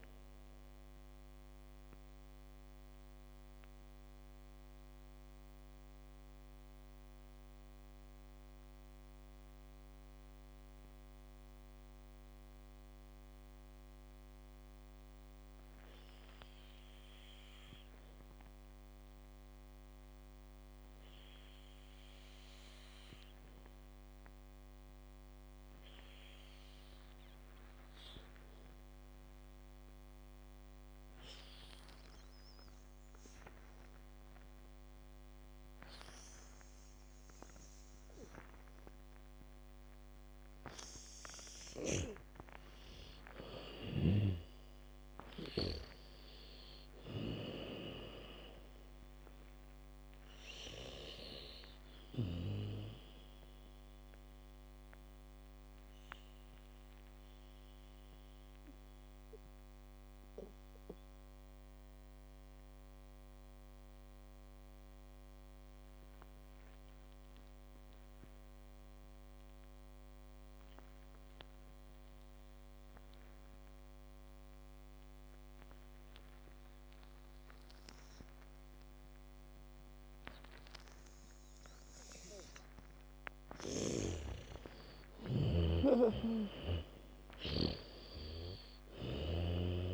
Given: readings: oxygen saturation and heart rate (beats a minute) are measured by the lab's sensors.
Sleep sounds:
breathing in sleep by a microphone on the trachea; 2
0.00-16.00 s: oxygen desaturation (device-marked, oxygen 77% lowest, heart rate 38 extreme)
2.00-41.00 s: mixed apnea (oxygen 99% before, 77% lowest, heart rate 57 before, 53 extreme, up 9 after)
26.00-67.00 s: oxygen desaturation (device-marked, oxygen 99% before, 84% lowest, heart rate 78 before, 47 extreme)
41.00-43.00 s: bradycardia (device-marked, heart rate 70 before, 60 extreme)
42.00-46.00 s: snoring (device-marked)
43.00-46.00 s: arousal
56.50-83.50 s: mixed apnea (oxygen 96% before, 80% lowest, heart rate 70 before, 47 extreme, up 0 after)
75.00-89.94 s: oxygen desaturation (device-marked, oxygen 99% before, 80% lowest, heart rate 78 before, 45 extreme)
77.00-89.00 s: bradycardia (device-marked, heart rate 70 before, 54 extreme)
84.00-88.00 s: snoring (device-marked)
85.00-89.50 s: arousal
From the record:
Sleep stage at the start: N2 (light sleep); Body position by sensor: on the back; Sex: female

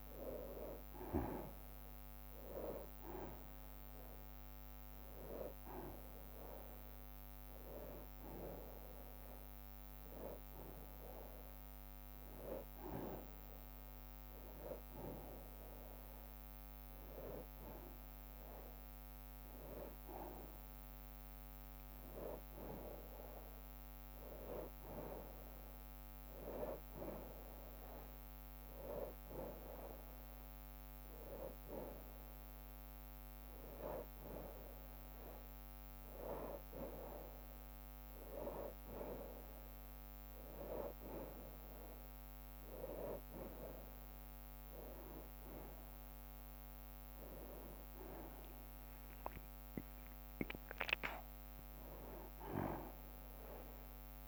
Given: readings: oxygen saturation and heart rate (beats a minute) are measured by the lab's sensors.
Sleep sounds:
a person awake in a sleep study, by a microphone on the trachea; none
2.00-9.00 s: bradycardia (device-marked, heart rate 92 before, 58 extreme)
29.00-36.00 s: bradycardia (device-marked, heart rate 89 before, 56 extreme)
37.00-49.00 s: drop in pulse transit time (device-marked, heart rate 62 before, 56 extreme)
46.00-51.00 s: bradycardia (device-marked, heart rate 87 before, 58 extreme)
From the record:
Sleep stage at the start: awake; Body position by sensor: on the back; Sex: male

